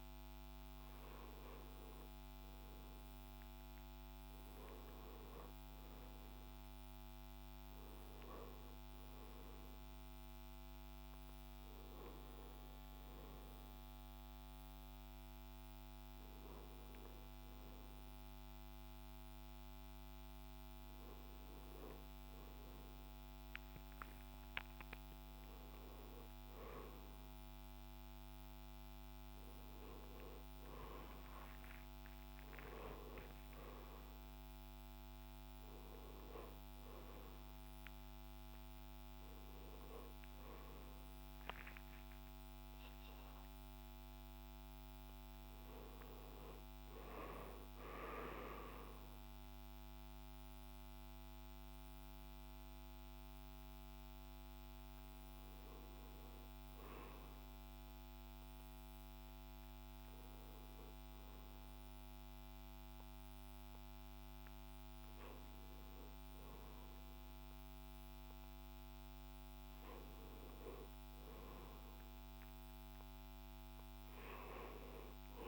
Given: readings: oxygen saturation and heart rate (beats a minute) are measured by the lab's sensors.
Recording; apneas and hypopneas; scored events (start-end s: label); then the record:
a person partly awake in a sleep study, hard to hear, by a microphone on the trachea; none
0.00-4.00 s: oxygen desaturation (device-marked, oxygen 89% lowest)
3.00-33.00 s: new sleep stage, N1 (lightest sleep)
12.00-21.00 s: drop in pulse transit time (device-marked)
33.00-63.00 s: new sleep stage, awake
63.00-75.48 s: new sleep stage, N1 (lightest sleep)
From the record:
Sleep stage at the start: N2 (light sleep); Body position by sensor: on the left side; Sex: male